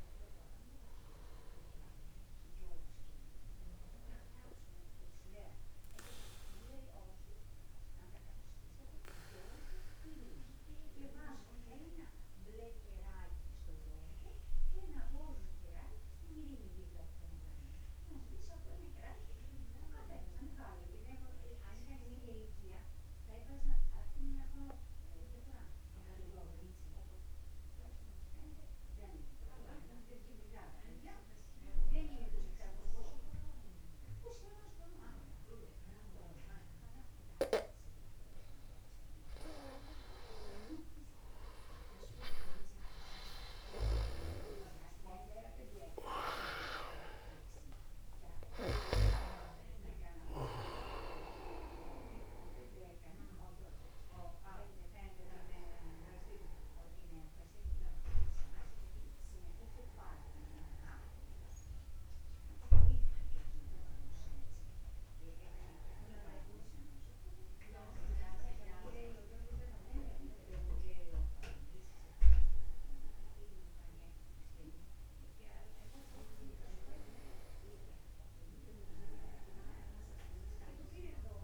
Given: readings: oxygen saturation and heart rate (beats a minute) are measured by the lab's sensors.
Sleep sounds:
breathing in sleep by a room microphone; 1
7.00-37.00 s: obstructive apnea (oxygen 96% before, 92% lowest, heart rate 50 before, 49 extreme, up 1 after)
43.00-49.50 s: arousal
46.00-48.00 s: long interval between heartbeats (device-marked, heart rate 50 before, 57 extreme)
49.50-51.50 s: long interval between heartbeats (device-marked, heart rate 52 before, 77 extreme)
From the record:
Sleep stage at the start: N2 (light sleep); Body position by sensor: upright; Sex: male

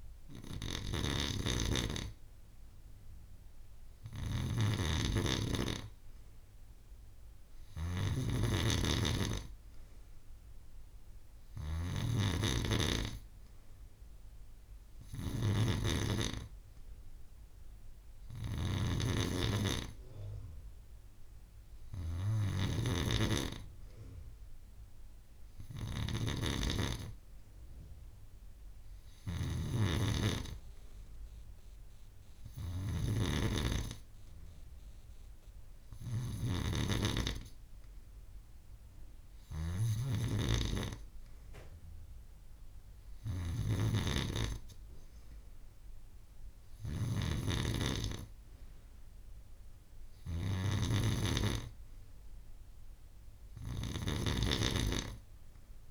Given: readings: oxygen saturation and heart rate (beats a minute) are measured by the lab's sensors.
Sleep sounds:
breathing in sleep by a room microphone; none
none scored
From the record:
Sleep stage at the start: N2 (light sleep); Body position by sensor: on the back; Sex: female

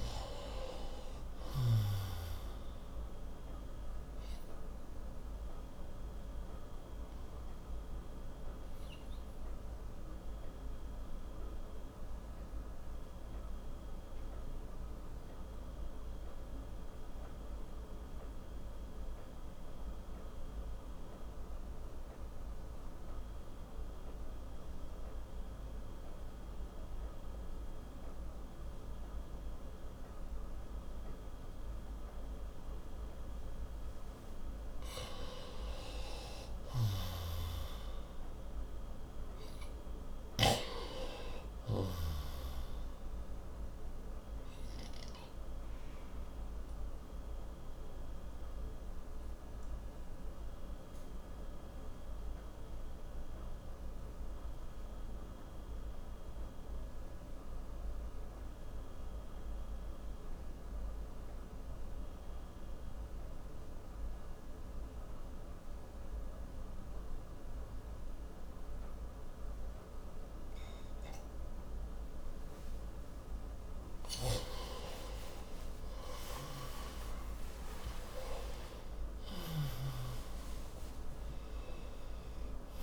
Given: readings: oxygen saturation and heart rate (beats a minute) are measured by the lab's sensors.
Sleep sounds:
breathing in sleep by a room microphone; 2
0.00-1.00 s: arousal
0.00-28.00 s: oxygen desaturation (device-marked, oxygen 87% lowest, heart rate 56 extreme)
4.00-34.50 s: obstructive apnea (oxygen 98% before, 87% lowest, heart rate 70 before, 56 extreme, up 26 after)
36.00-40.50 s: arousal
37.00-41.00 s: snoring (device-marked)
43.50-72.00 s: obstructive apnea (oxygen 97% before, 88% lowest, heart rate 70 before, 58 extreme, up 16 after)
52.00-65.00 s: oxygen desaturation (device-marked, oxygen 94% before, 88% lowest, heart rate 80 before, 58 extreme)
74.00-78.50 s: arousal
77.00-82.83 s: oxygen desaturation (device-marked, oxygen 96% before, 88% lowest, heart rate 70 before, 56 extreme)
79.50-82.83 s: snoring (device-marked)
From the record:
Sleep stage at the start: N2 (light sleep); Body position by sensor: on the right side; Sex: male

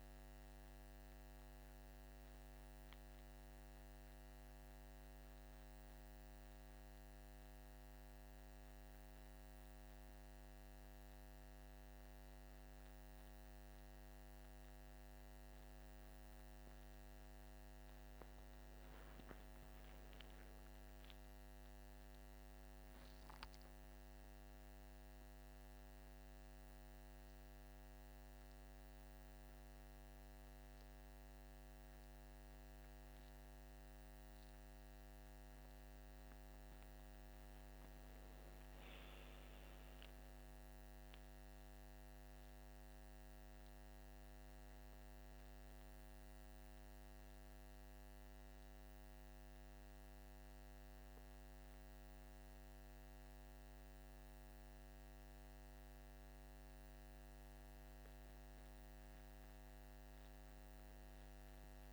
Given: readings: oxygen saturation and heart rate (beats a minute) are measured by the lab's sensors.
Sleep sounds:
breathing in sleep, hard to hear, by a microphone on the trachea; none
none scored
From the record:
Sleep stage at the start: N1 (lightest sleep); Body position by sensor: on the back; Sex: male

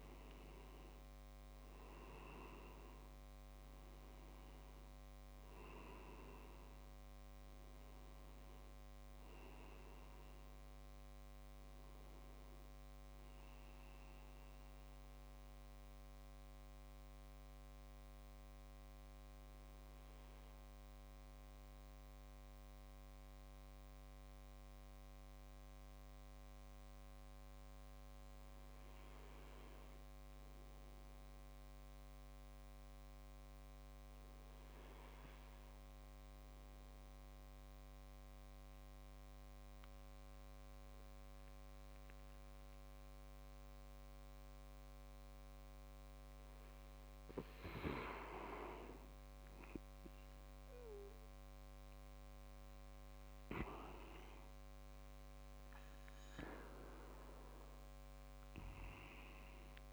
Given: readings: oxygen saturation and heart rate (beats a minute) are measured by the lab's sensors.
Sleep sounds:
breathing in sleep by a microphone on the trachea; 1
0.00-11.00 s: oxygen desaturation (device-marked, oxygen 90% lowest)
15.00-48.00 s: mixed apnea (oxygen 96% before, 92% lowest)
45.00-59.93 s: oxygen desaturation (device-marked, oxygen 99% before, 94% lowest)
50.00-53.50 s: arousal
From the record:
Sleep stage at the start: N2 (light sleep); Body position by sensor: on the back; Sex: male

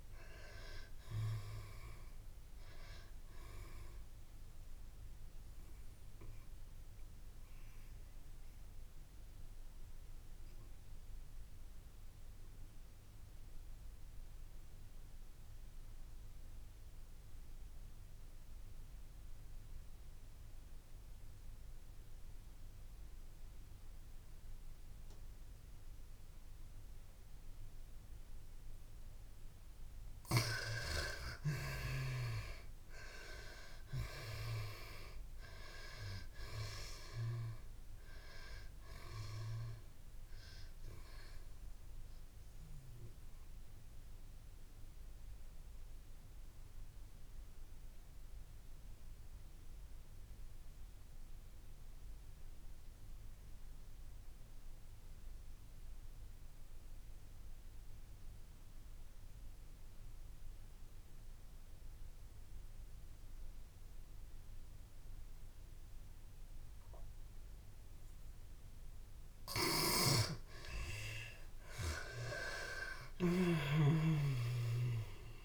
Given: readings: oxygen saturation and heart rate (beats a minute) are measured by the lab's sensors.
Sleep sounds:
breathing in sleep by a room microphone; 2
0.00-19.50 s: oxygen desaturation (device-marked, oxygen 77% lowest, heart rate 109 extreme)
3.50-28.50 s: mixed apnea (oxygen 99% before, 76% lowest, heart rate 136 before, 110 extreme, up 38 after)
26.50-58.50 s: oxygen desaturation (device-marked, oxygen 97% before, 76% lowest, heart rate 141 before, 128 extreme)
30.50-35.00 s: arousal
40.00-68.50 s: mixed apnea (oxygen 97% before, 75% lowest, heart rate 135 before, 128 extreme, up 20 after)
70.00-73.50 s: arousal
70.50-75.45 s: oxygen desaturation (device-marked, oxygen 98% before, 75% lowest, heart rate 150 before, 107 extreme)
From the record:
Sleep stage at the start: N2 (light sleep); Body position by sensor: on the back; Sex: female

